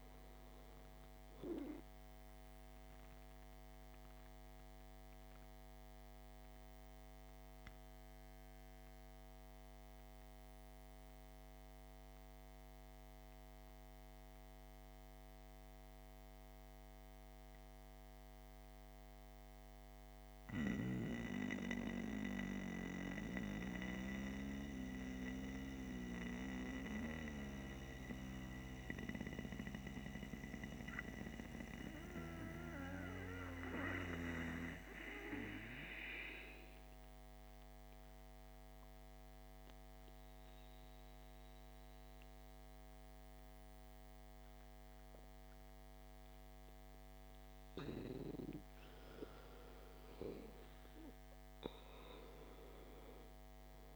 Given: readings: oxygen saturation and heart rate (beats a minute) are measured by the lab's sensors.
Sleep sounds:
breathing in sleep by a microphone on the trachea; 1
2.50-48.00 s: mixed apnea (oxygen 98% before, 87% lowest, heart rate 57 before, 52 extreme, up 10 after)
6.00-24.00 s: oxygen desaturation (device-marked, oxygen 97% before, 87% lowest, heart rate 60 before, 53 extreme)
47.00-53.95 s: oxygen desaturation (device-marked, oxygen 98% before, 89% lowest, heart rate 55 before, 52 extreme)
49.00-52.00 s: arousal
From the record:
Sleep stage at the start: N2 (light sleep); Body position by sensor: on the back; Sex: male

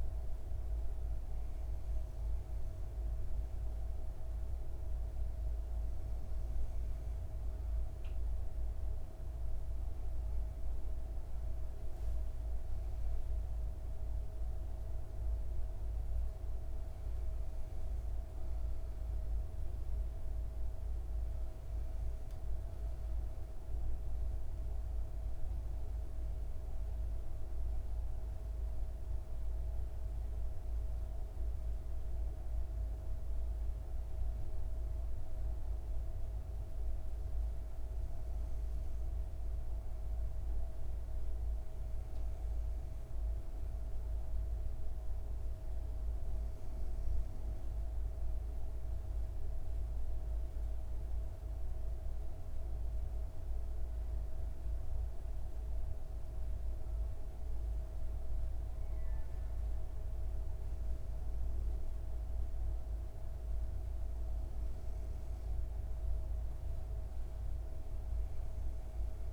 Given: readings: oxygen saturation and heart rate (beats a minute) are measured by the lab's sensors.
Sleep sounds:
breathing in sleep, hard to hear, by a room microphone; 1
48.00-60.50 s: hypopnea (oxygen 97% before, 94% lowest, heart rate 98 before, 76 extreme)
61.00-65.50 s: arousal
From the record:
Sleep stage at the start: N2 (light sleep); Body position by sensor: on the back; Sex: female

